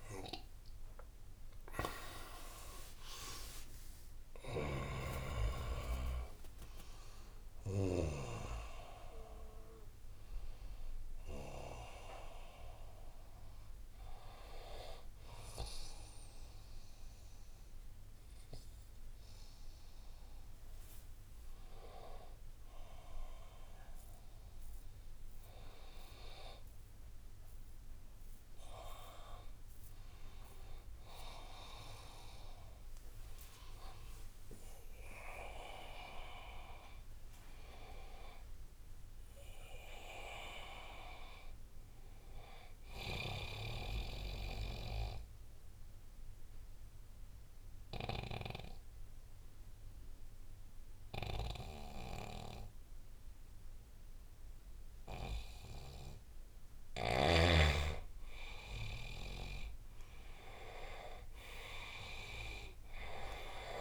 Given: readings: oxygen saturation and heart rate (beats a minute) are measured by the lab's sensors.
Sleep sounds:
breathing in sleep by a room microphone; 2
0.00-15.00 s: oxygen desaturation (device-marked, oxygen 92% lowest, heart rate 77 extreme)
11.00-22.50 s: hypopnea (oxygen 98% before, 92% lowest, heart rate 80 before, 78 extreme, up 4 after)
25.00-30.00 s: arousal
43.00-56.50 s: obstructive apnea (oxygen 99% before, 90% lowest, heart rate 84 before, 72 extreme, up 9 after)
58.00-63.81 s: new sleep stage, N2 (light sleep)
58.50-62.50 s: arousal
60.00-63.81 s: oxygen desaturation (device-marked, oxygen 97% before, 92% lowest, heart rate 81 before, 69 extreme)
From the record:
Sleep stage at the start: N1 (lightest sleep); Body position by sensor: on the right side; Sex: male

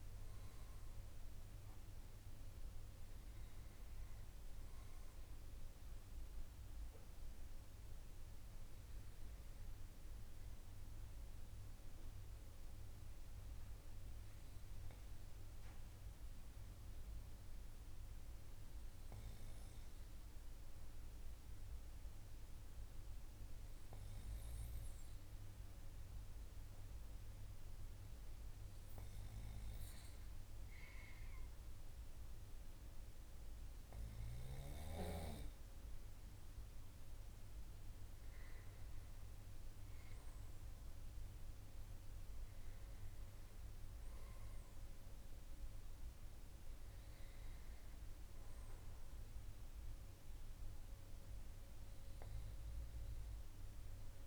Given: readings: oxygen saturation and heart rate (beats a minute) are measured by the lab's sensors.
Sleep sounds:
breathing in sleep, hard to hear, by a room microphone; 1
10.50-36.00 s: hypopnea (oxygen 96% before, 95% lowest, heart rate 54 before, 51 extreme, up 3 after)
38.50-42.00 s: arousal
From the record:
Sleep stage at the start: N2 (light sleep); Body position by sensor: on the right side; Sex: male

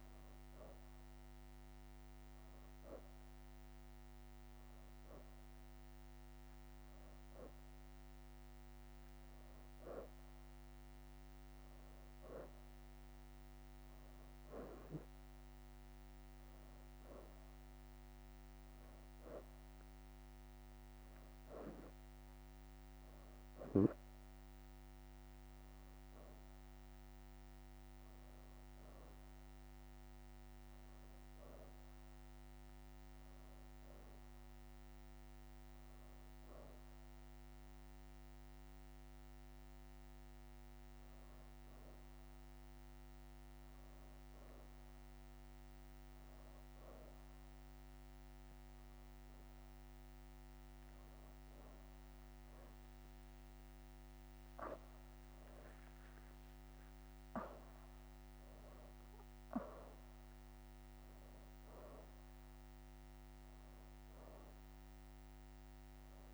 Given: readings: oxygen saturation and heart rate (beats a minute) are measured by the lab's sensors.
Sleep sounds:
breathing in sleep by a microphone on the trachea; none
50.00-51.00 s: leg movement (device-marked)
52.50-62.50 s: leg movement (device-marked)
62.50-66.34 s: leg movement (device-marked)
From the record:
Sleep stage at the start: N2 (light sleep); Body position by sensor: on the back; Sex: female

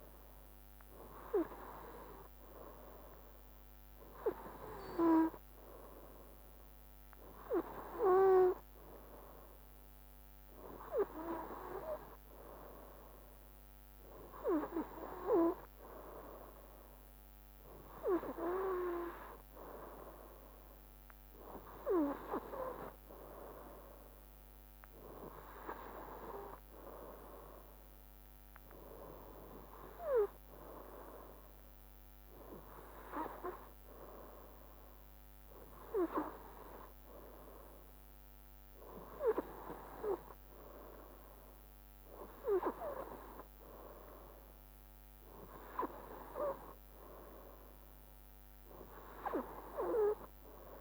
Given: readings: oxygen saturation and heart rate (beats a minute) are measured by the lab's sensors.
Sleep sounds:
breathing in sleep by a microphone on the trachea; none
none scored
From the record:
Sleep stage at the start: N2 (light sleep); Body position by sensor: on the right side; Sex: male

